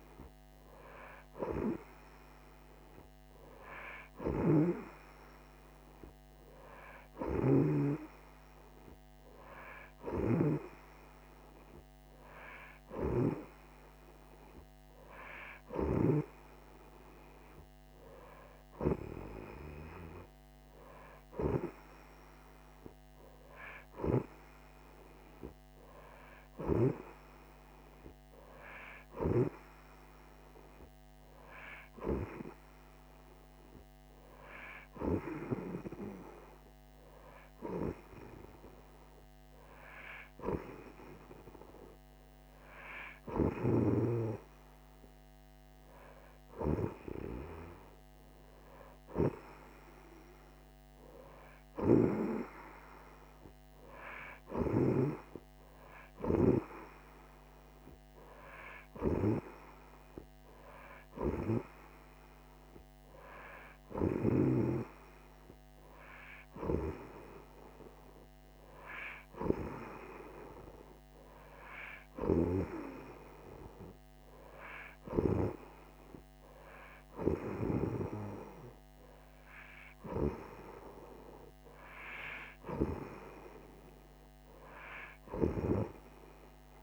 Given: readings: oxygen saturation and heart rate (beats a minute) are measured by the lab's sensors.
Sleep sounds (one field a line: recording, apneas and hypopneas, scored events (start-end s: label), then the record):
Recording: breathing in sleep by a microphone on the trachea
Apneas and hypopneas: none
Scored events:
4.00-7.50 s: snoring (device-marked)
51.50-55.00 s: snoring (device-marked)
From the record:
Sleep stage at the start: N2 (light sleep)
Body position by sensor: on the right side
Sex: female